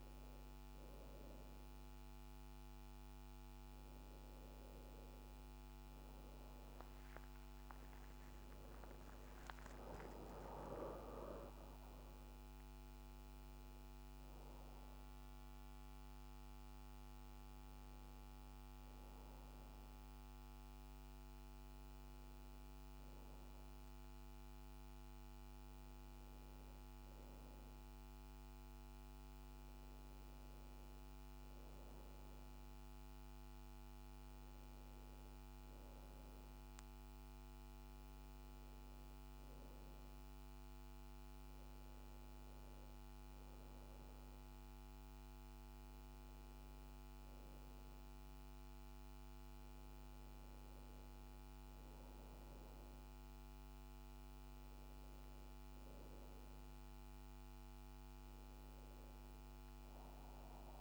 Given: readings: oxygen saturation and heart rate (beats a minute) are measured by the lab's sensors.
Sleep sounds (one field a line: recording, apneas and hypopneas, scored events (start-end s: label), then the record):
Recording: a person partly awake in a sleep study, hard to hear, by a microphone on the trachea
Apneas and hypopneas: none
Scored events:
14.00-44.00 s: new sleep stage, N1 (lightest sleep)
44.00-60.81 s: new sleep stage, N2 (light sleep)
From the record:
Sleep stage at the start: awake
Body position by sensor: on the right side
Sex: female